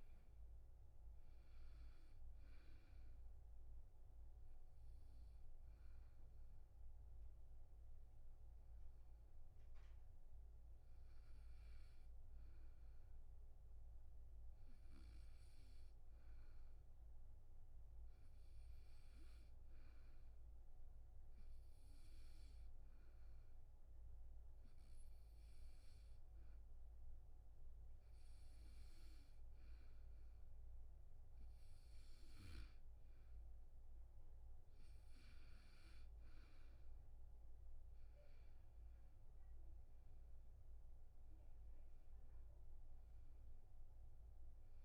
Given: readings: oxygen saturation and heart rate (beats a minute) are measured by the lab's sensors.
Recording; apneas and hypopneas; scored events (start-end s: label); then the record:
breathing in sleep, hard to hear, by a room microphone; 1
3.00-17.00 s: oxygen desaturation (device-marked, oxygen 98% before, 91% lowest, heart rate 193 before, 66 extreme)
7.50-29.50 s: hypopnea (oxygen 99% before, 90% lowest, heart rate 198 before, 66 extreme, up 10 after)
25.00-44.85 s: oxygen desaturation (device-marked, oxygen 99% before, 90% lowest, heart rate 102 before, 67 extreme)
38.00-41.50 s: arousal
From the record:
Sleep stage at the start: N2 (light sleep); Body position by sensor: on the back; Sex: male